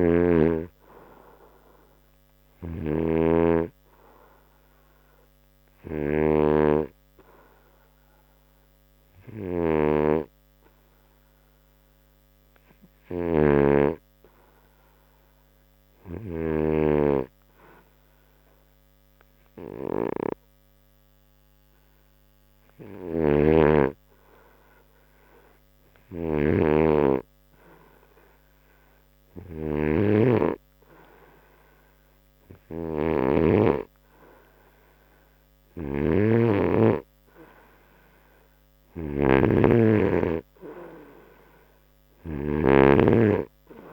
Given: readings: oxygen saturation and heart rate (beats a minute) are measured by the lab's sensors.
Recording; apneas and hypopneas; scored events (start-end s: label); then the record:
breathing in sleep by a microphone on the trachea; 1
4.50-31.00 s: hypopnea (oxygen 97% before, 90% lowest, heart rate 82 before, 67 extreme, up 5 after)
33.50-38.00 s: arousal
41.00-43.93 s: oxygen desaturation (device-marked, oxygen 95% before, 90% lowest, heart rate 70 before, 68 extreme)
From the record:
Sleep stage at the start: N2 (light sleep); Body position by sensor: on the right side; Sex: male